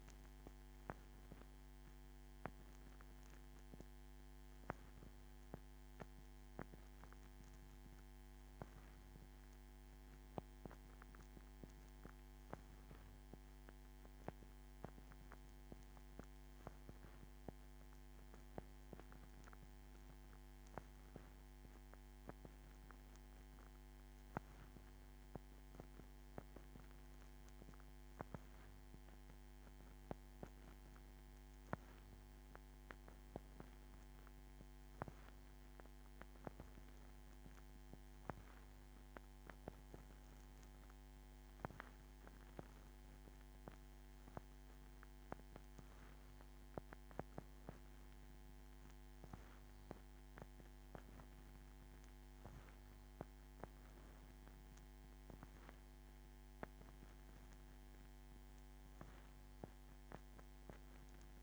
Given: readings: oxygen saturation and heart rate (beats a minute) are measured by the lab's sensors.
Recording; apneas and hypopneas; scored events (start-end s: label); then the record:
a person awake in a sleep study, by a microphone on the trachea; none
60.00-61.43 s: new sleep stage, N1 (lightest sleep)
From the record:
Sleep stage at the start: awake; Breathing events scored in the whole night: 153 in 5.4 hours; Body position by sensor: on the back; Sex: female